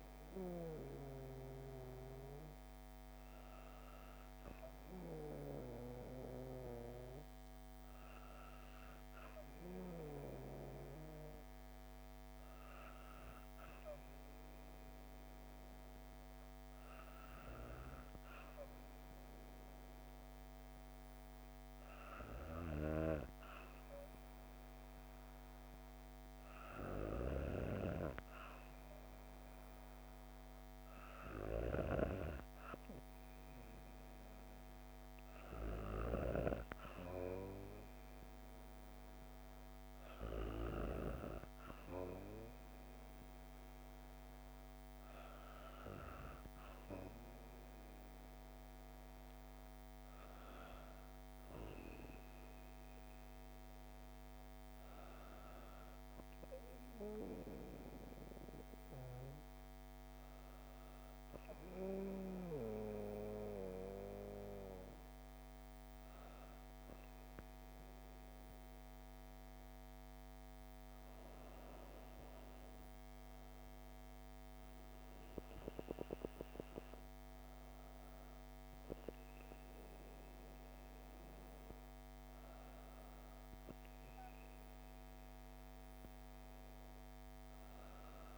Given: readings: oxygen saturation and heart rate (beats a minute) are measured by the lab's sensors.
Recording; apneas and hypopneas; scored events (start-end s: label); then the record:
breathing in sleep by a microphone on the trachea; none
31.50-36.00 s: snoring (device-marked)
From the record:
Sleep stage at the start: N2 (light sleep); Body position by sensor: on the back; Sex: female